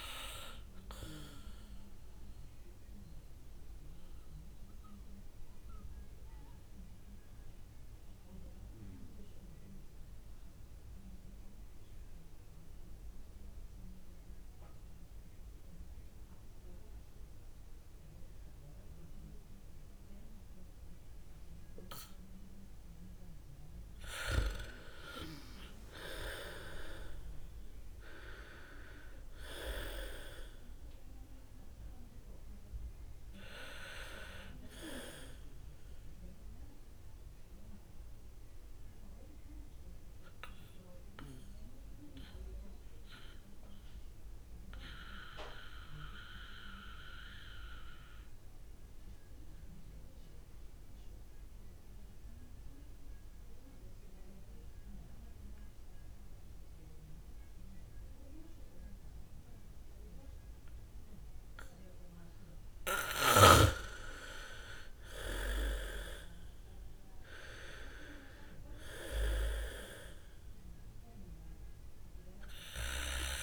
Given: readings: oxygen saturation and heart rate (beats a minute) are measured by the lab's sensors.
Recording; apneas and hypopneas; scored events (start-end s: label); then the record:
breathing in sleep by a room microphone; 2
0.00-14.00 s: oxygen desaturation (device-marked, oxygen 87% lowest)
3.00-25.00 s: mixed apnea (oxygen 98% before, 79% lowest)
13.00-15.00 s: bradycardia (device-marked, heart rate 71 before, 62 extreme)
20.00-33.00 s: bradycardia (device-marked)
24.00-49.00 s: oxygen desaturation (device-marked, oxygen 98% before, 82% lowest)
26.00-29.50 s: arousal
41.50-63.00 s: mixed apnea (oxygen 98% before, 79% lowest, heart rate 55 before, 37 extreme, up 5 after)
46.00-53.00 s: bradycardia (device-marked, heart rate 70 before, 49 extreme)
56.00-73.43 s: bradycardia (device-marked, heart rate 69 before, 37 extreme)
61.00-73.43 s: oxygen desaturation (device-marked, oxygen 100% before, 79% lowest, heart rate 63 before, 37 extreme)
64.50-68.50 s: arousal
From the record:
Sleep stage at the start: N2 (light sleep); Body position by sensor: on the back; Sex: female